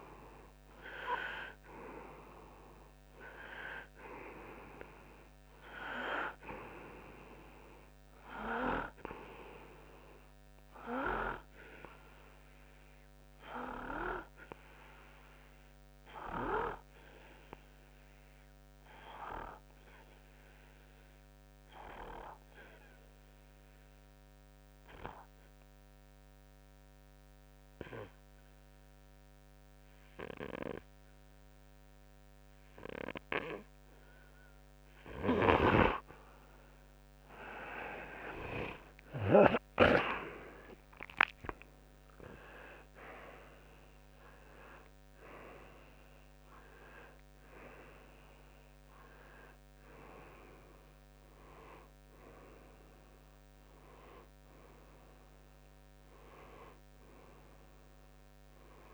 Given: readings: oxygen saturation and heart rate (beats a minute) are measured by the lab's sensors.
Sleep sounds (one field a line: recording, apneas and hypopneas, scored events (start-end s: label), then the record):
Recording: breathing in sleep by a microphone on the trachea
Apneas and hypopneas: 1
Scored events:
15.50-34.50 s: obstructive apnea (oxygen 97% before, 93% lowest, heart rate 58 before, 57 extreme, up 6 after)
38.00-43.50 s: arousal
42.50-56.50 s: oxygen desaturation (device-marked, oxygen 97% before, 94% lowest, heart rate 59 before, 56 extreme)
From the record:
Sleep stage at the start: N2 (light sleep)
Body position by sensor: on the back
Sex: male